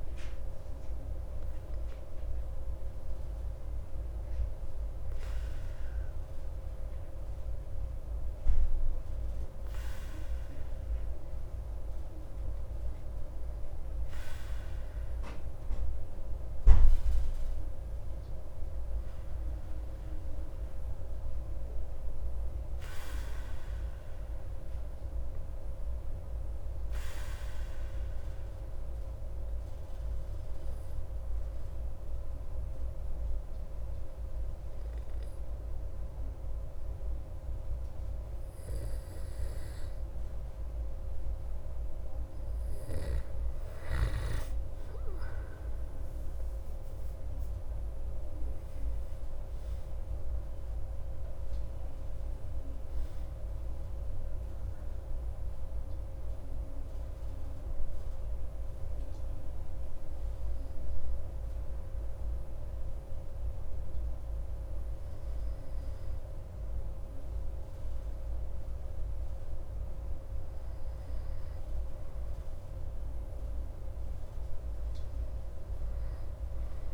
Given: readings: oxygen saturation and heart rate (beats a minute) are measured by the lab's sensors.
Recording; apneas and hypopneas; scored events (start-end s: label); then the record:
breathing in sleep, hard to hear, by a room microphone; 3
5.00-19.50 s: hypopnea (oxygen 96% before, 93% lowest)
23.50-27.00 s: arousal
30.00-41.50 s: obstructive apnea (oxygen 96% before, 93% lowest)
45.50-50.00 s: arousal
55.00-71.00 s: hypopnea (oxygen 96% before, 93% lowest)
74.50-76.94 s: arousal
From the record:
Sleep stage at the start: N2 (light sleep); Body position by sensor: on the back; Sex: male